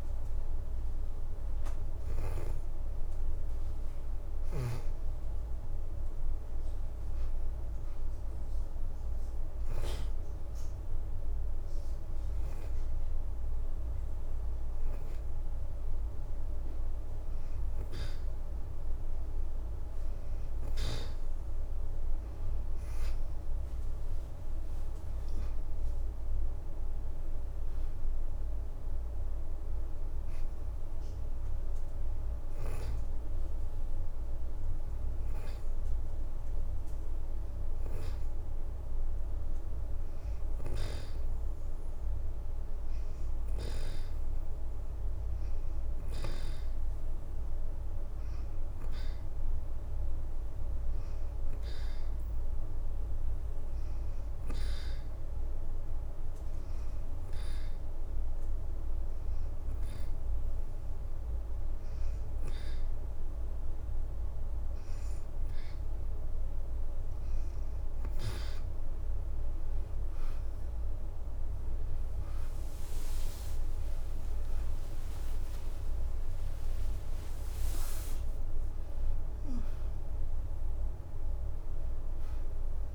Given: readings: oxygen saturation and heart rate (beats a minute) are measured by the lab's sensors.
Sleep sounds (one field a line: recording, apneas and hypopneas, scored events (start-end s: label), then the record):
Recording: breathing in sleep, hard to hear, by a room microphone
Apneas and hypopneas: 2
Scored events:
5.50-7.50 s: leg movement (device-marked)
5.50-12.50 s: oxygen desaturation (device-marked, oxygen 94% before, 91% lowest, heart rate 84 before, 80 extreme)
8.50-20.00 s: hypopnea (oxygen 94% before, 86% lowest, heart rate 85 before, 80 extreme, up 9 after)
21.50-25.00 s: arousal
22.50-25.50 s: leg movement (device-marked)
27.50-43.50 s: oxygen desaturation (device-marked, oxygen 92% before, 86% lowest, heart rate 83 before, 80 extreme)
41.00-47.00 s: leg movement (device-marked)
41.50-67.00 s: hypopnea (oxygen 92% before, 86% lowest, heart rate 85 before, 82 extreme, up 31 after)
47.50-50.00 s: leg movement (device-marked)
50.50-52.00 s: leg movement (device-marked)
53.50-56.50 s: leg movement (device-marked)
53.50-69.50 s: oxygen desaturation (device-marked, oxygen 94% before, 87% lowest, heart rate 83 before, 81 extreme)
68.00-70.00 s: leg movement (device-marked)
71.50-82.95 s: oxygen desaturation (device-marked, oxygen 89% before, 86% lowest, heart rate 85 before, 80 extreme)
72.00-77.00 s: arousal
73.00-74.00 s: leg movement (device-marked)
81.00-82.95 s: leg movement (device-marked)
From the record:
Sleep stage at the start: N2 (light sleep)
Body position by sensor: on the back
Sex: female